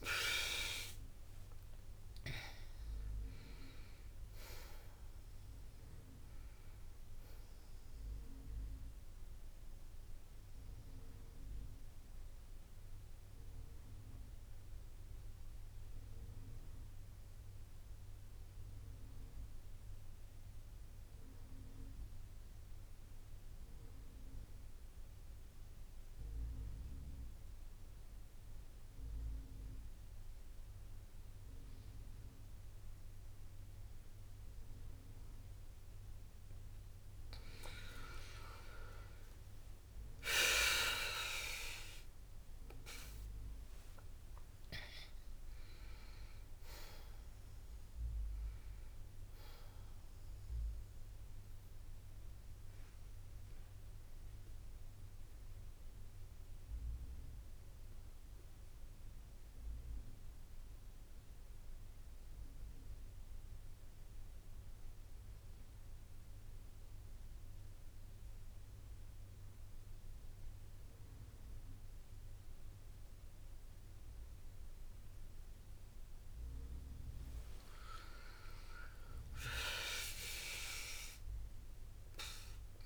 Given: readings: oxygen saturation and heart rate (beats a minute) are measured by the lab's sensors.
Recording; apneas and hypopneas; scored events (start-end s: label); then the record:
breathing in sleep by a room microphone; 2
0.00-10.50 s: drop in pulse transit time (device-marked, heart rate 59 extreme)
0.00-21.50 s: oxygen desaturation (device-marked, oxygen 89% lowest, heart rate 57 extreme)
8.50-34.50 s: mixed apnea (oxygen 99% before, 89% lowest, heart rate 62 before, 55 extreme, up 4 after)
9.50-17.50 s: bradycardia (device-marked, heart rate 62 before, 57 extreme)
29.50-35.50 s: bradycardia (device-marked, heart rate 62 before, 59 extreme)
38.00-43.00 s: arousal
38.50-49.50 s: oxygen desaturation (device-marked, oxygen 98% before, 93% lowest, heart rate 60 before, 55 extreme)
40.50-53.50 s: drop in pulse transit time (device-marked, heart rate 60 before, 62 extreme)
51.50-68.50 s: bradycardia (device-marked, heart rate 62 before, 55 extreme)
52.00-76.50 s: mixed apnea (oxygen 99% before, 91% lowest, heart rate 63 before, 55 extreme, up 5 after)
56.50-66.50 s: oxygen desaturation (device-marked, oxygen 94% before, 91% lowest, heart rate 63 before, 58 extreme)
72.50-75.50 s: bradycardia (device-marked, heart rate 62 before, 60 extreme)
81.50-82.86 s: oxygen desaturation (device-marked, oxygen 99% before, 92% lowest, heart rate 59 before, 63 extreme)
From the record:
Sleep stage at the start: N2 (light sleep); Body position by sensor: on the back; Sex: female